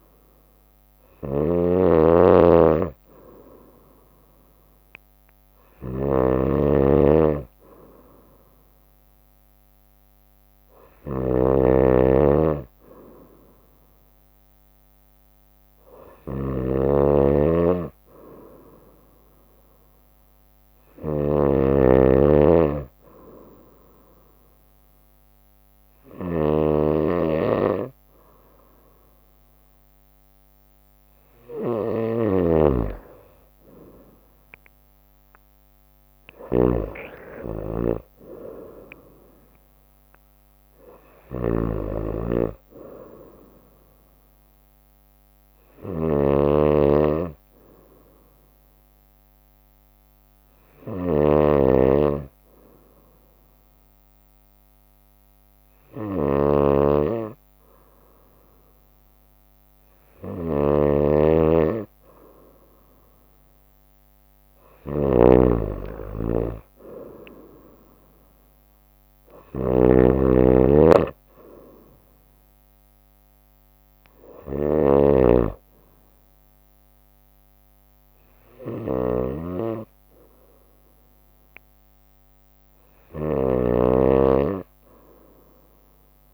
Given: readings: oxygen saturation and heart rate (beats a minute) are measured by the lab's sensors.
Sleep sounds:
breathing in sleep by a microphone on the trachea; 2
0.00-2.50 s: arousal
0.00-86.34 s: snoring (device-marked)
20.50-32.00 s: obstructive apnea (oxygen 95% before, 93% lowest, heart rate 65 before, 63 extreme, up 3 after)
35.00-38.00 s: arousal
48.00-61.50 s: obstructive apnea (oxygen 95% before, 93% lowest, heart rate 66 before, 60 extreme, up 3 after)
65.50-69.00 s: arousal
66.50-81.50 s: drop in pulse transit time (device-marked, heart rate 64 before, 64 extreme)
From the record:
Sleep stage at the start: N2 (light sleep); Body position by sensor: on the right side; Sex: female

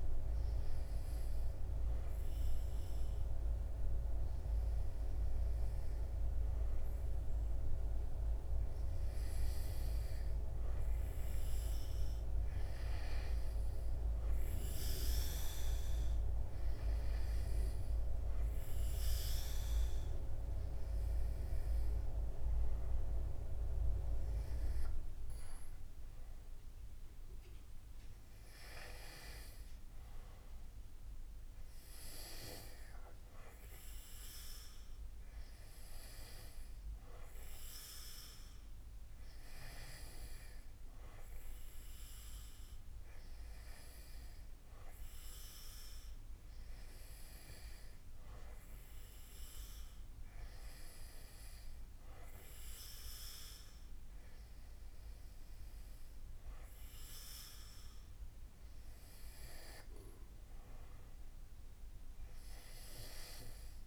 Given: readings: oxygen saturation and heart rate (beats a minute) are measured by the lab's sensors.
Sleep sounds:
breathing in sleep by a room microphone; none
none scored
From the record:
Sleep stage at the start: N2 (light sleep); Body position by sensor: on the back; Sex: male

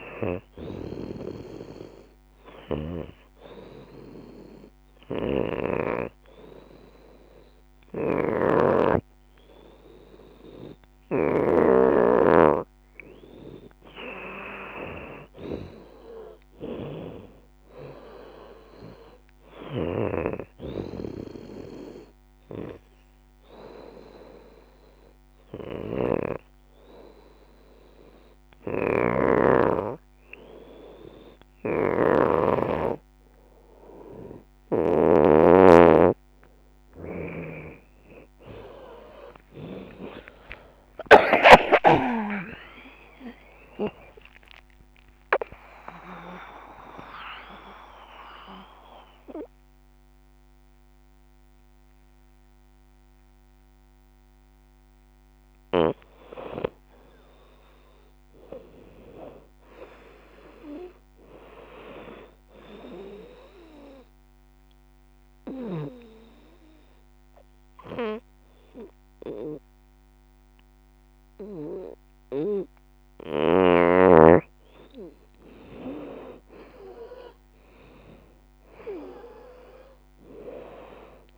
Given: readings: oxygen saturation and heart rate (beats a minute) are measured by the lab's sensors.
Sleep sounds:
breathing in sleep by a microphone on the trachea; 3
0.00-2.00 s: long interval between heartbeats (device-marked, heart rate 78 before, 67 extreme)
0.00-11.50 s: oxygen desaturation (device-marked, oxygen 86% lowest, heart rate 31 extreme)
1.50-3.50 s: bradycardia (device-marked, heart rate 75 before, 65 extreme)
2.50-13.50 s: hypopnea (oxygen 91% before, 81% lowest, heart rate 77 before, 31 extreme, up 9 after)
3.00-5.00 s: long interval between heartbeats (device-marked, heart rate 77 before, 65 extreme)
7.50-14.50 s: bradycardia (device-marked, heart rate 75 before, 49 extreme)
8.50-10.50 s: long interval between heartbeats (device-marked, heart rate 71 before, 67 extreme)
12.00-14.00 s: long interval between heartbeats (device-marked, heart rate 69 before, 58 extreme)
13.50-31.50 s: oxygen desaturation (device-marked, oxygen 92% before, 83% lowest, heart rate 67 before, 31 extreme)
14.50-16.50 s: long interval between heartbeats (device-marked, heart rate 66 before, 48 extreme)
14.50-24.50 s: drop in pulse transit time (device-marked, heart rate 66 before, 48 extreme)
15.00-19.50 s: arousal
17.50-19.50 s: long interval between heartbeats (device-marked, heart rate 62 before, 55 extreme)
19.50-29.50 s: bradycardia (device-marked, heart rate 75 before, 31 extreme)
20.00-22.00 s: long interval between heartbeats (device-marked, heart rate 60 before, 66 extreme)
23.00-34.00 s: hypopnea (oxygen 92% before, 81% lowest, heart rate 60 before, 38 extreme, up 45 after)
26.00-28.00 s: long interval between heartbeats (device-marked, heart rate 58 before, 37 extreme)
36.50-43.00 s: arousal
37.50-39.50 s: long interval between heartbeats (device-marked, heart rate 56 before, 68 extreme)
38.50-62.50 s: oxygen desaturation (device-marked, oxygen 92% before, 81% lowest, heart rate 56 before, 50 extreme)
41.00-43.00 s: long interval between heartbeats (device-marked, heart rate 57 before, 76 extreme)
42.50-53.50 s: drop in pulse transit time (device-marked, heart rate 58 before, 68 extreme)
53.00-55.00 s: long interval between heartbeats (device-marked, heart rate 78 before, 88 extreme)
54.50-56.50 s: bradycardia (device-marked, heart rate 78 before, 67 extreme)
56.00-58.00 s: long interval between heartbeats (device-marked, heart rate 80 before, 67 extreme)
63.50-73.50 s: obstructive apnea (oxygen 94% before, 84% lowest, heart rate 77 before, 50 extreme, up 5 after)
67.50-69.50 s: long interval between heartbeats (device-marked, heart rate 77 before, 74 extreme)
70.00-72.00 s: long interval between heartbeats (device-marked, heart rate 76 before, 73 extreme)
75.00-80.50 s: arousal
76.00-78.00 s: long interval between heartbeats (device-marked, heart rate 69 before, 65 extreme)
77.50-81.38 s: oxygen desaturation (device-marked, oxygen 93% before, 84% lowest, heart rate 69 before, 55 extreme)
78.00-80.00 s: long interval between heartbeats (device-marked, heart rate 69 before, 67 extreme)
79.50-81.38 s: bradycardia (device-marked, heart rate 80 before, 50 extreme)
From the record:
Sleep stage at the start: N2 (light sleep); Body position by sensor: on the right side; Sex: female

